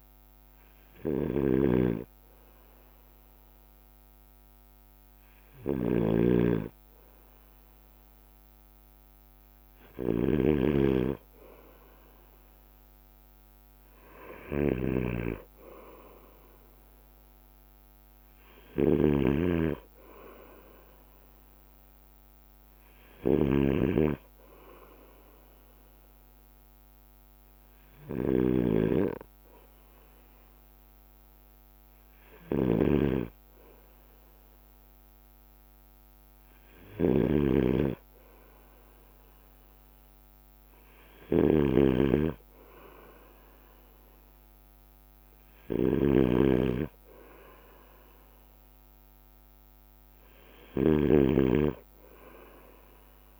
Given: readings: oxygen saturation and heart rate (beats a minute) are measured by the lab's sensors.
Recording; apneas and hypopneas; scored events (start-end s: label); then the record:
breathing in sleep by a microphone on the trachea; none
0.00-4.00 s: drop in pulse transit time (device-marked, heart rate 57 before, 57 extreme)
0.00-53.40 s: bradycardia (device-marked, heart rate 57 before, 54 extreme)
0.00-53.40 s: snoring (device-marked)
From the record:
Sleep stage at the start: N2 (light sleep); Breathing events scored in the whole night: 130 in 4.3 hours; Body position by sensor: on the right side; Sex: male